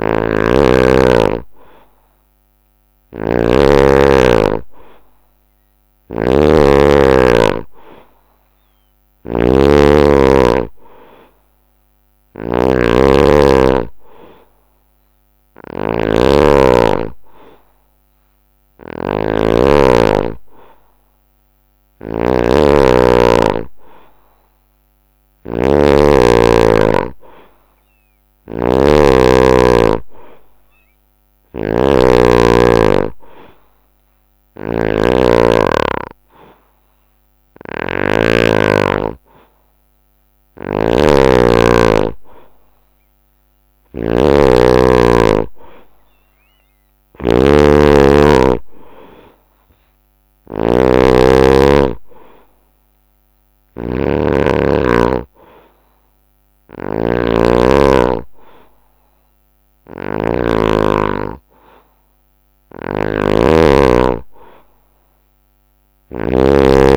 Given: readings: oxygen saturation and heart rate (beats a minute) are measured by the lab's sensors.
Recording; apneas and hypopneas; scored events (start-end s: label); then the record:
breathing in sleep by a microphone on the trachea; none
0.00-38.00 s: snoring (device-marked)
7.50-9.50 s: long interval between heartbeats (device-marked, heart rate 69 before, 71 extreme)
30.00-44.00 s: oxygen desaturation (device-marked, oxygen 93% before, 90% lowest, heart rate 71 before, 65 extreme)
40.00-66.97 s: snoring (device-marked)
From the record:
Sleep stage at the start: N2 (light sleep); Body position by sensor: on the right side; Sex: male